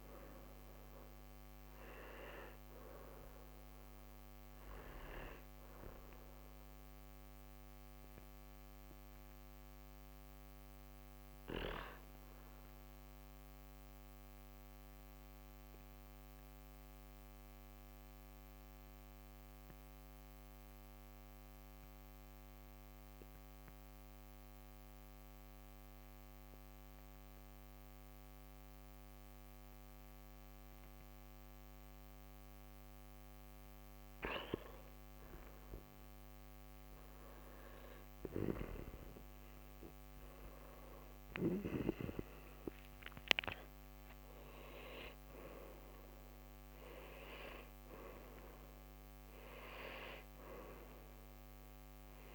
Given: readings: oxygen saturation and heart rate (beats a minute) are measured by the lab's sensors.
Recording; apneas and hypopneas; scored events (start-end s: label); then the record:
breathing in sleep by a microphone on the trachea; 1
13.50-33.00 s: obstructive apnea (oxygen 98% before, 92% lowest, heart rate 65 before, 56 extreme, up 12 after)
35.00-39.00 s: arousal
39.50-52.35 s: oxygen desaturation (device-marked, oxygen 97% before, 92% lowest, heart rate 61 before, 48 extreme)
From the record:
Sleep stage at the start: N2 (light sleep); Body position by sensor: on the back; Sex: male